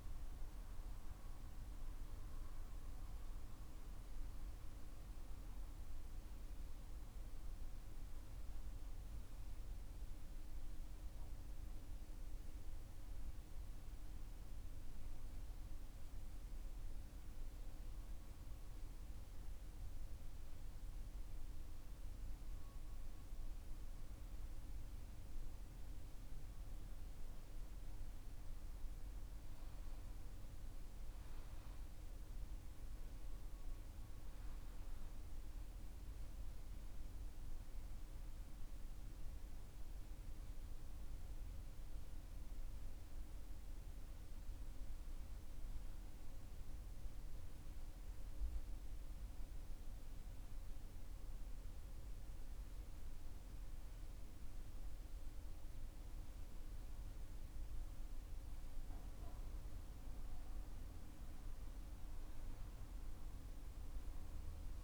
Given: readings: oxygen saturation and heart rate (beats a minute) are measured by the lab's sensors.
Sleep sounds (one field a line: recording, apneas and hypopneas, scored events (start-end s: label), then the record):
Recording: breathing in sleep, hard to hear, by a room microphone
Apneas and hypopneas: 2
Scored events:
0.00-3.50 s: arousal
0.00-17.50 s: oxygen desaturation (device-marked, oxygen 93% lowest, heart rate 49 extreme)
15.50-28.00 s: central apnea (oxygen 98% before, 93% lowest, heart rate 56 before, 49 extreme, up 12 after)
15.50-64.84 s: new sleep stage, N2 (light sleep)
31.50-37.00 s: arousal
41.50-56.50 s: oxygen desaturation (device-marked, oxygen 97% before, 94% lowest, heart rate 54 before, 48 extreme)
46.00-60.00 s: mixed apnea (oxygen 98% before, 93% lowest, heart rate 54 before, 48 extreme, up 8 after)
62.50-64.84 s: arousal
From the record:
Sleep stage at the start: N1 (lightest sleep)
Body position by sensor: on the right side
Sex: male